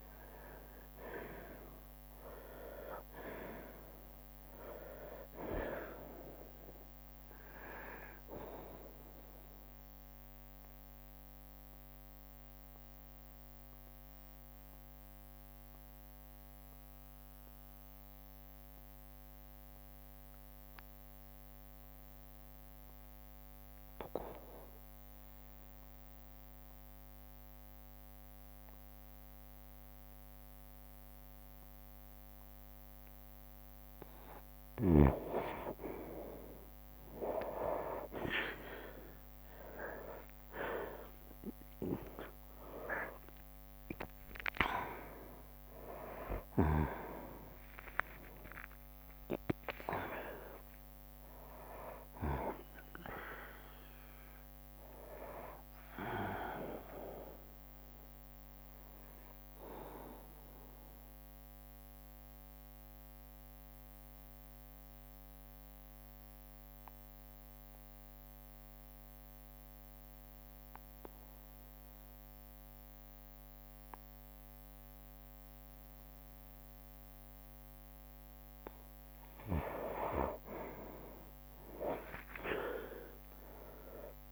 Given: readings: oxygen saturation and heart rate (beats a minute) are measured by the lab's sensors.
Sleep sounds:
breathing in sleep by a microphone on the trachea; 2
0.00-2.00 s: arousal
0.00-9.00 s: drop in pulse transit time (device-marked, heart rate 61 extreme)
9.50-34.00 s: obstructive apnea (oxygen 98% before, 90% lowest, heart rate 64 before, 59 extreme, up 13 after)
13.00-26.00 s: oxygen desaturation (device-marked, oxygen 95% before, 92% lowest, heart rate 66 before, 59 extreme)
17.00-19.00 s: bradycardia (device-marked, heart rate 63 before, 60 extreme)
20.00-22.00 s: bradycardia (device-marked, heart rate 63 before, 59 extreme)
37.00-42.50 s: arousal
38.00-57.00 s: oxygen desaturation (device-marked, oxygen 98% before, 90% lowest, heart rate 61 before, 61 extreme)
39.00-55.00 s: drop in pulse transit time (device-marked, heart rate 61 before, 65 extreme)
41.00-43.00 s: long interval between heartbeats (device-marked, heart rate 62 before, 70 extreme)
45.00-51.00 s: tachycardia (device-marked, heart rate 64 before, 114 extreme)
48.00-50.00 s: long interval between heartbeats (device-marked, heart rate 68 before, 106 extreme)
52.00-54.00 s: long interval between heartbeats (device-marked, heart rate 78 before, 118 extreme)
60.00-78.00 s: obstructive apnea (oxygen 97% before, 90% lowest, heart rate 87 before, 67 extreme, up 32 after)
67.00-69.00 s: long interval between heartbeats (device-marked, heart rate 86 before, 86 extreme)
67.00-69.00 s: tachycardia (device-marked, heart rate 65 before, 100 extreme)
70.50-72.50 s: long interval between heartbeats (device-marked, heart rate 84 before, 104 extreme)
71.00-73.00 s: drop in pulse transit time (device-marked, heart rate 84 before, 94 extreme)
73.50-75.50 s: long interval between heartbeats (device-marked, heart rate 82 before, 85 extreme)
76.00-78.00 s: long interval between heartbeats (device-marked, heart rate 80 before, 83 extreme)
81.50-84.32 s: arousal
82.00-84.00 s: long interval between heartbeats (device-marked, heart rate 83 before, 75 extreme)
82.00-84.32 s: tachycardia (device-marked, heart rate 66 before, 136 extreme)
83.00-84.32 s: oxygen desaturation (device-marked, oxygen 98% before, 92% lowest, heart rate 84 before, 60 extreme)
From the record:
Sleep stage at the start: N2 (light sleep); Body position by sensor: on the right side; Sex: male

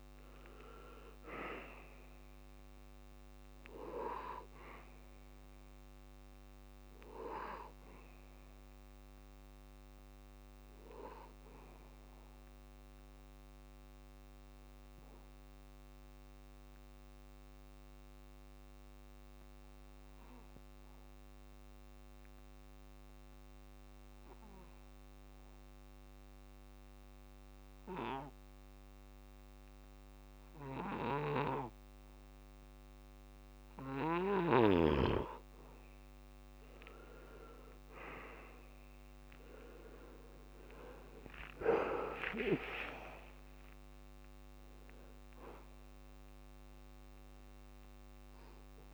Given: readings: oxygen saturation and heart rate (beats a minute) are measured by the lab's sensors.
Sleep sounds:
breathing in sleep by a microphone on the trachea; 1
0.00-18.50 s: oxygen desaturation (device-marked, oxygen 85% lowest, heart rate 63 extreme)
13.00-33.00 s: central apnea (oxygen 97% before, 86% lowest, heart rate 79 before, 63 extreme, up 27 after)
32.50-48.94 s: oxygen desaturation (device-marked, oxygen 99% before, 86% lowest, heart rate 64 before, 67 extreme)
37.50-41.50 s: arousal
From the record:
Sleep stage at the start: N2 (light sleep); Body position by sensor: on the back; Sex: male

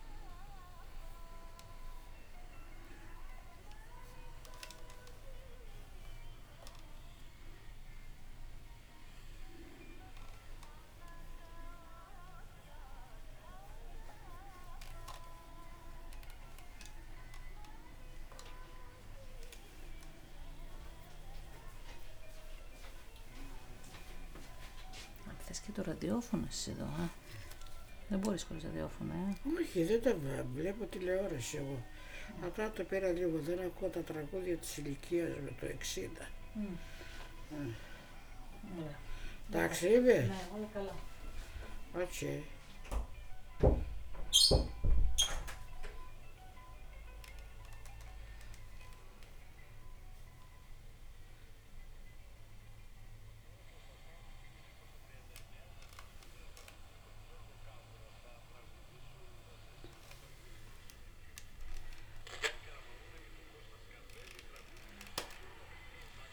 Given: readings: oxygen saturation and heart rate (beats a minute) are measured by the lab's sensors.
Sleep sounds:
breathing in sleep by a room microphone; none
15.00-48.00 s: oxygen desaturation (device-marked, oxygen 98% before, 91% lowest)
23.00-66.33 s: new sleep stage, N2 (light sleep)
23.50-27.50 s: arousal
From the record:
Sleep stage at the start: N1 (lightest sleep); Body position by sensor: on the back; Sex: female

